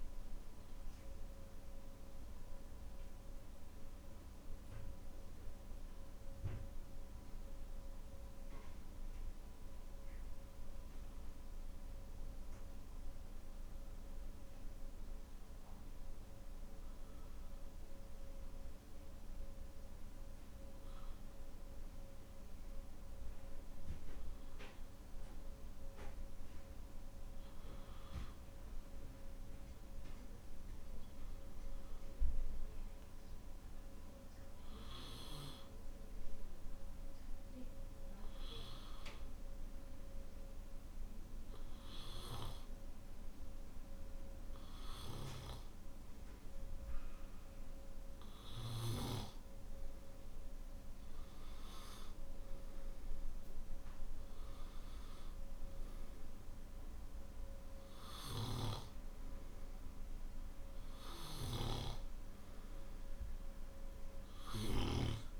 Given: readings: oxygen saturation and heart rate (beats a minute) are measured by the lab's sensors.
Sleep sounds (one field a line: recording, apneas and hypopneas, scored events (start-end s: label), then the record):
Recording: breathing in sleep by a room microphone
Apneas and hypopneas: none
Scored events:
none scored
From the record:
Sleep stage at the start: N2 (light sleep)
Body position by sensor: on the back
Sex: male